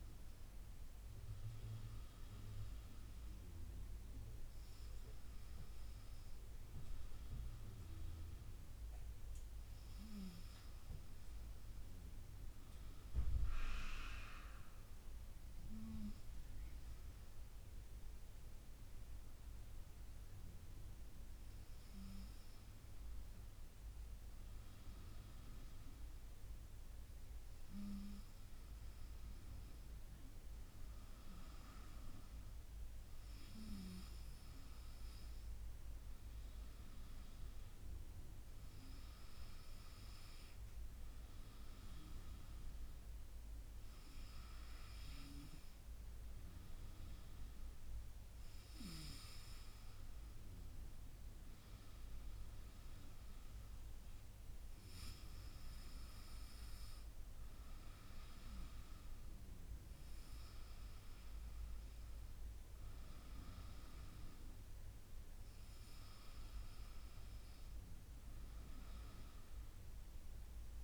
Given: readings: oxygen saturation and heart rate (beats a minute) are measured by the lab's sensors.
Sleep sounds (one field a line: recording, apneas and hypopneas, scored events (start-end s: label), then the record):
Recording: breathing in sleep, hard to hear, by a room microphone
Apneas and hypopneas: none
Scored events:
1.00-11.00 s: drop in pulse transit time (device-marked, heart rate 74 before, 75 extreme)
38.00-51.00 s: drop in pulse transit time (device-marked, heart rate 75 before, 77 extreme)
From the record:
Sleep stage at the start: N2 (light sleep)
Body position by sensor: on the right side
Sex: female